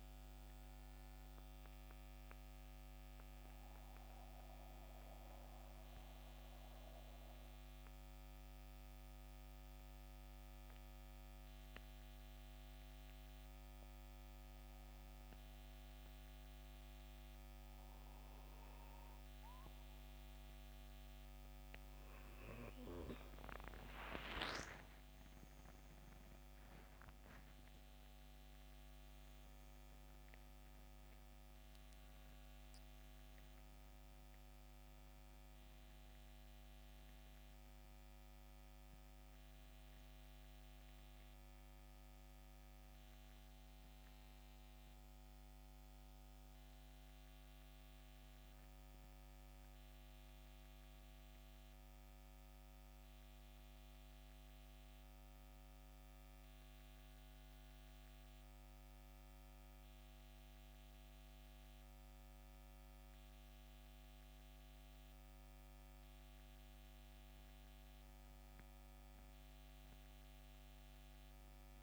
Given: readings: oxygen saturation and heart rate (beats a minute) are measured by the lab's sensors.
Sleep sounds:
breathing in sleep, hard to hear, by a microphone on the trachea; 2
0.00-9.50 s: oxygen desaturation (device-marked, oxygen 87% lowest, heart rate 64 extreme)
3.00-21.50 s: mixed apnea (oxygen 92% before, 87% lowest, heart rate 74 before, 64 extreme, up 14 after)
23.00-28.50 s: arousal
29.50-57.50 s: oxygen desaturation (device-marked, oxygen 95% before, 88% lowest, heart rate 68 before, 67 extreme)
53.00-66.50 s: hypopnea (oxygen 94% before, 88% lowest, heart rate 75 before, 67 extreme)
69.50-71.83 s: arousal
From the record:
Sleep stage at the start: N2 (light sleep); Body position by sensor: on the back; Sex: male

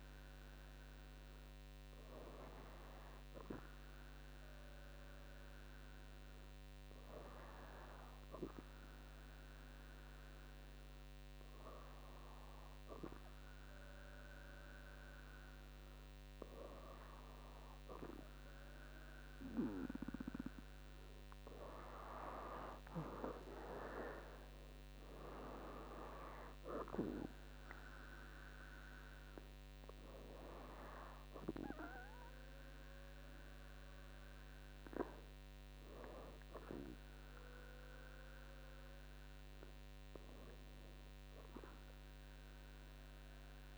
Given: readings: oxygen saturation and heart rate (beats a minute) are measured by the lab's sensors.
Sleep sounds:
breathing in sleep by a microphone on the trachea; none
none scored
From the record:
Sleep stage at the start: N2 (light sleep); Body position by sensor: on the back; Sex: female

